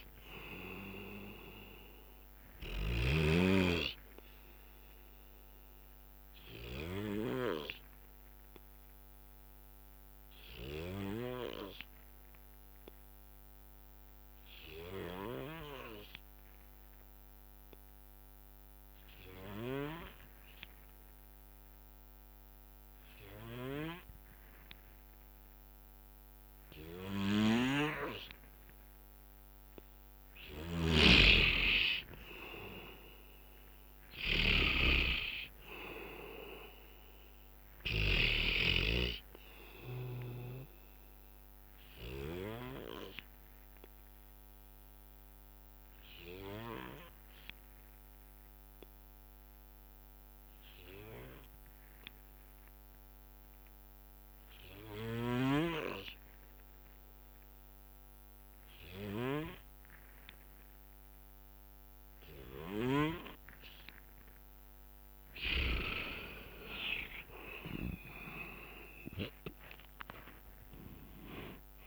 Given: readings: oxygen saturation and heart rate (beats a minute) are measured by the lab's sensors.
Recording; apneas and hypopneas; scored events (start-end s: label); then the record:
breathing in sleep by a microphone on the trachea; 2
0.00-1.00 s: arousal
0.00-15.00 s: oxygen desaturation (device-marked, oxygen 91% lowest, heart rate 58 extreme)
7.00-31.00 s: obstructive apnea (oxygen 98% before, 89% lowest, heart rate 65 before, 56 extreme, up 7 after)
10.00-13.00 s: bradycardia (device-marked, heart rate 65 before, 59 extreme)
27.00-54.00 s: oxygen desaturation (device-marked, oxygen 98% before, 89% lowest, heart rate 61 before, 56 extreme)
27.50-39.00 s: snoring (device-marked)
33.00-36.50 s: arousal
42.00-53.00 s: bradycardia (device-marked, heart rate 65 before, 56 extreme)
43.50-65.00 s: obstructive apnea (oxygen 99% before, 85% lowest, heart rate 65 before, 56 extreme, up 13 after)
66.00-71.87 s: oxygen desaturation (device-marked, oxygen 98% before, 89% lowest, heart rate 60 before, 57 extreme)
67.00-71.87 s: drop in pulse transit time (device-marked, heart rate 61 before, 64 extreme)
67.50-71.87 s: arousal
From the record:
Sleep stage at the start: N2 (light sleep); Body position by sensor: on the back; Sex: male